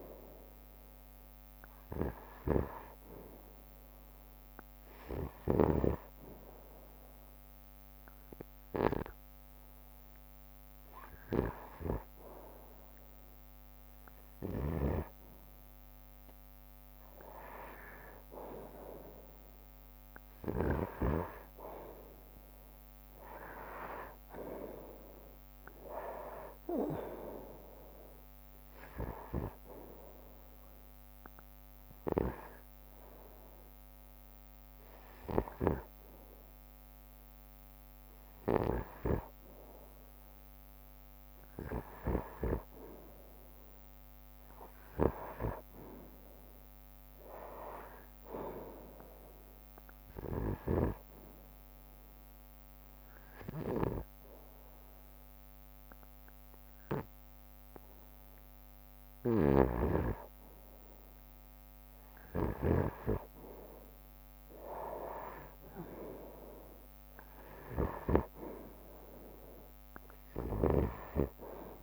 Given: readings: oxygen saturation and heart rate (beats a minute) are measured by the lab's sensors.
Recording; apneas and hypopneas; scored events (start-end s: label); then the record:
breathing in sleep by a microphone on the trachea; 3
0.00-6.00 s: drop in pulse transit time (device-marked, heart rate 63 extreme)
0.50-3.50 s: arousal
7.50-19.00 s: hypopnea (oxygen 95% before, 91% lowest, heart rate 64 before, 62 extreme, up 2 after)
20.50-25.50 s: arousal
29.50-40.00 s: hypopnea (oxygen 94% before, 91% lowest, heart rate 65 before, 56 extreme, up 0 after)
42.00-46.00 s: arousal
48.00-62.00 s: bradycardia (device-marked, heart rate 72 before, 56 extreme)
49.50-51.50 s: long interval between heartbeats (device-marked, heart rate 65 before, 65 extreme)
51.50-61.50 s: obstructive apnea (oxygen 95% before, 91% lowest, heart rate 65 before, 57 extreme, up 11 after)
64.50-68.50 s: arousal
65.00-71.83 s: drop in pulse transit time (device-marked, heart rate 59 before, 65 extreme)
From the record:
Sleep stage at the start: N2 (light sleep); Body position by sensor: on the right side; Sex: male